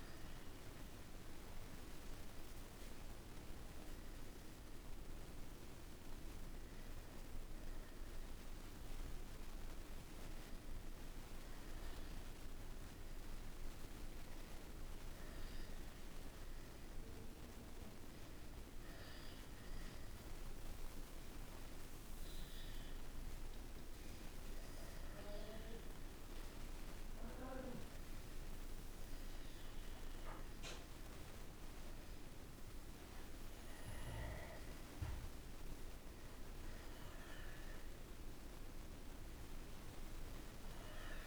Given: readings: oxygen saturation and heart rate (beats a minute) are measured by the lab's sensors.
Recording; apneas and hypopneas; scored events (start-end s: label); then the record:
a person awake in a sleep study, hard to hear, by a room microphone; none
none scored
From the record:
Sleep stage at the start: awake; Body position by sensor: on the back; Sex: male